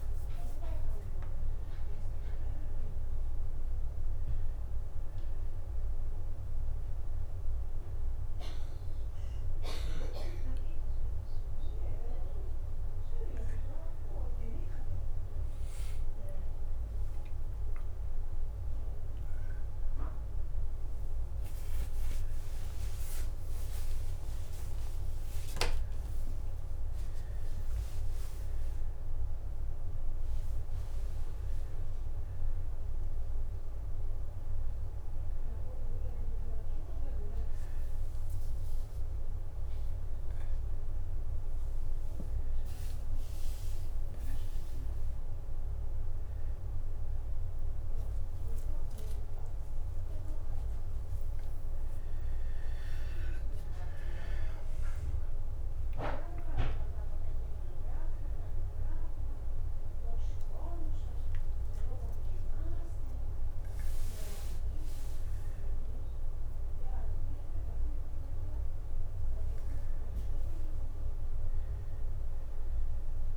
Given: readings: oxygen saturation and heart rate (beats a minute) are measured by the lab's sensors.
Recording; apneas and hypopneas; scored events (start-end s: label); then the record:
breathing in sleep by a room microphone; none
25.00-73.37 s: new sleep stage, N2 (light sleep)
31.00-35.00 s: arousal
From the record:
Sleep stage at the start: N1 (lightest sleep); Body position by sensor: on the back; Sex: male